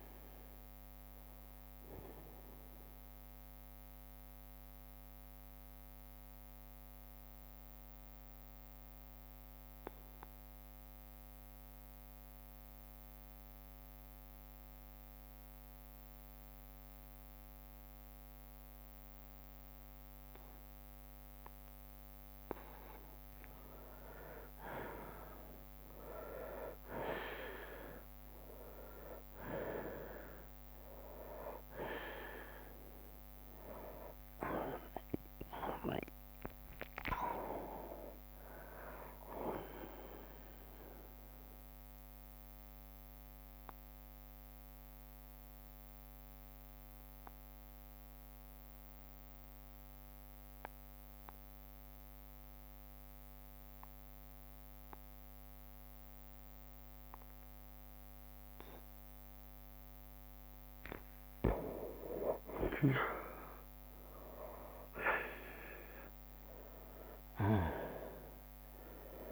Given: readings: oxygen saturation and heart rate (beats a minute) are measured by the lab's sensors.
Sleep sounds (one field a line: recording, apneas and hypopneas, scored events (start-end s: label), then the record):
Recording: breathing in sleep by a microphone on the trachea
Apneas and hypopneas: 2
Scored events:
1.50-16.50 s: oxygen desaturation (device-marked, oxygen 97% before, 93% lowest, heart rate 53 before, 58 extreme)
2.50-21.00 s: obstructive apnea (oxygen 99% before, 91% lowest, heart rate 56 before, 58 extreme, up 9 after)
6.50-17.50 s: bradycardia (device-marked, heart rate 63 before, 58 extreme)
14.50-23.50 s: drop in pulse transit time (device-marked, heart rate 63 before, 58 extreme)
23.50-28.00 s: arousal
26.50-52.50 s: oxygen desaturation (device-marked, oxygen 97% before, 91% lowest, heart rate 60 before, 58 extreme)
31.50-44.50 s: drop in pulse transit time (device-marked, heart rate 61 before, 69 extreme)
32.00-34.00 s: long interval between heartbeats (device-marked, heart rate 61 before, 74 extreme)
35.00-37.00 s: long interval between heartbeats (device-marked, heart rate 64 before, 71 extreme)
39.00-41.00 s: long interval between heartbeats (device-marked, heart rate 66 before, 72 extreme)
40.00-60.00 s: obstructive apnea (oxygen 97% before, 90% lowest, heart rate 67 before, 58 extreme, up 32 after)
49.50-56.50 s: bradycardia (device-marked, heart rate 63 before, 59 extreme)
61.00-63.00 s: long interval between heartbeats (device-marked, heart rate 63 before, 86 extreme)
61.50-65.50 s: arousal
61.50-69.32 s: drop in pulse transit time (device-marked, heart rate 63 before, 64 extreme)
From the record:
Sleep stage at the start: N2 (light sleep)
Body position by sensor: on the right side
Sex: male